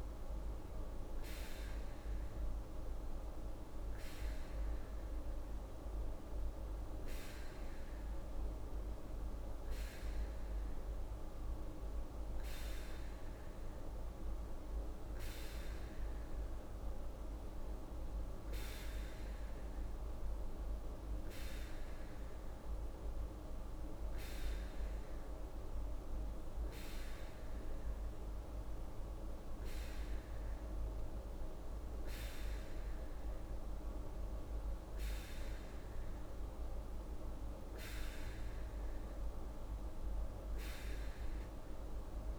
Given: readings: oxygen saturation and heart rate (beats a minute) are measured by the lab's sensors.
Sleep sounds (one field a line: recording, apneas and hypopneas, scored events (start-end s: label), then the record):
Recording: breathing in sleep, hard to hear, by a room microphone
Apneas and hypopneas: none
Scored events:
none scored
From the record:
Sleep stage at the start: N2 (light sleep)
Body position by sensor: on the right side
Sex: female